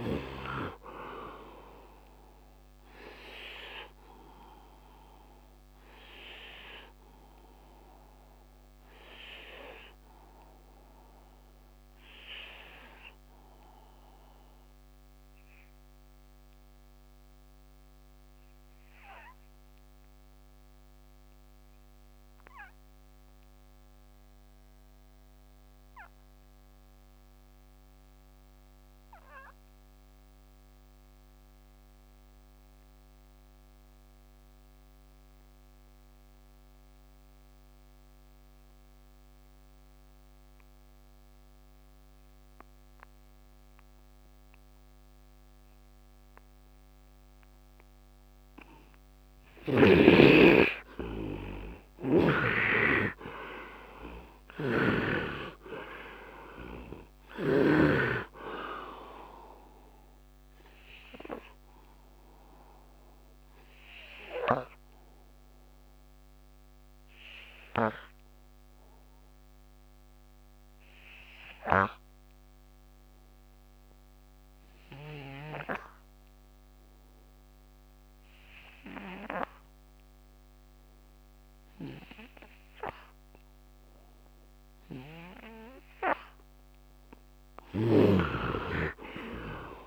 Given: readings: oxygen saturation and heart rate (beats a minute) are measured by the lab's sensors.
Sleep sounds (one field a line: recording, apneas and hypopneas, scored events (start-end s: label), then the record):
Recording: breathing in sleep by a microphone on the trachea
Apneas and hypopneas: 2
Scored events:
0.00-24.00 s: oxygen desaturation (device-marked, oxygen 78% lowest, heart rate 71 extreme)
5.00-49.00 s: obstructive apnea (oxygen 99% before, 68% lowest, heart rate 89 before, 72 extreme, up 32 after)
36.00-79.00 s: oxygen desaturation (device-marked, oxygen 99% before, 68% lowest, heart rate 75 before, 68 extreme)
50.00-54.00 s: arousal
54.00-57.50 s: snoring (device-marked)
61.00-85.50 s: obstructive apnea (oxygen 93% before, 68% lowest, heart rate 86 before, 67 extreme, up 37 after)
81.00-89.87 s: oxygen desaturation (device-marked, oxygen 99% before, 71% lowest, heart rate 75 before, 67 extreme)
87.00-89.87 s: snoring (device-marked)
87.50-89.87 s: arousal
From the record:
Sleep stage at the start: N2 (light sleep)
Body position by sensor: on the right side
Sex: male